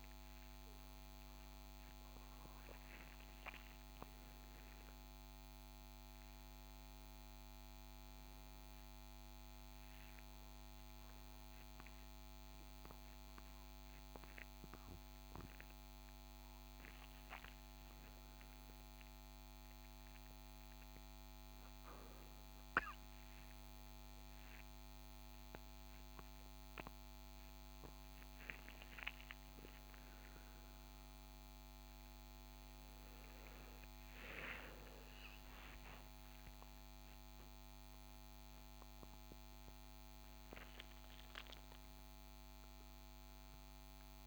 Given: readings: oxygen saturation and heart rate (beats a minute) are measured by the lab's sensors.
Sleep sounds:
a person awake in a sleep study, hard to hear, by a microphone on the trachea; none
none scored
From the record:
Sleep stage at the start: awake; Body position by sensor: on the right side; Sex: male

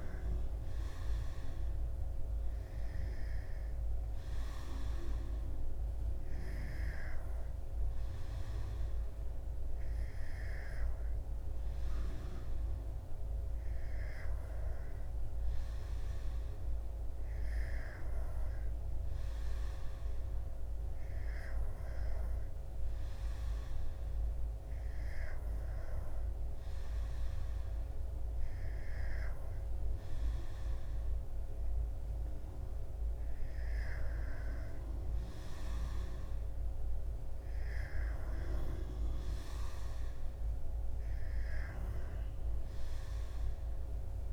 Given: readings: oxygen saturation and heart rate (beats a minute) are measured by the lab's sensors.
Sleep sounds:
breathing in sleep by a room microphone; none
none scored
From the record:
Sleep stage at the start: N2 (light sleep); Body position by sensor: on the back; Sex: male

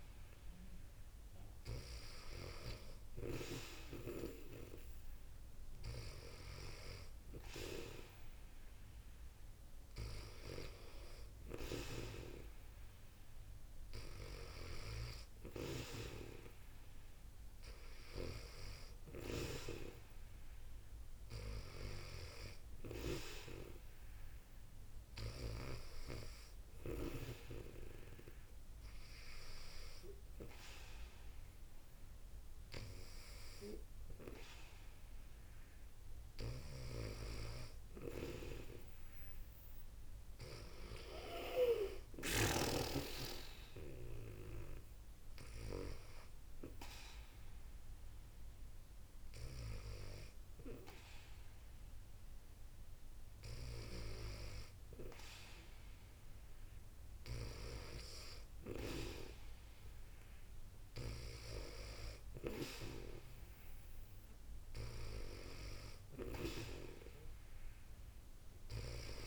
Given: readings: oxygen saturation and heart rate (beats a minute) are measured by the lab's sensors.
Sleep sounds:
breathing in sleep by a room microphone; none
0.00-2.50 s: snoring (device-marked)
36.00-42.50 s: snoring (device-marked)
From the record:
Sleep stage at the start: N2 (light sleep); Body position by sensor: on the back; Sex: female

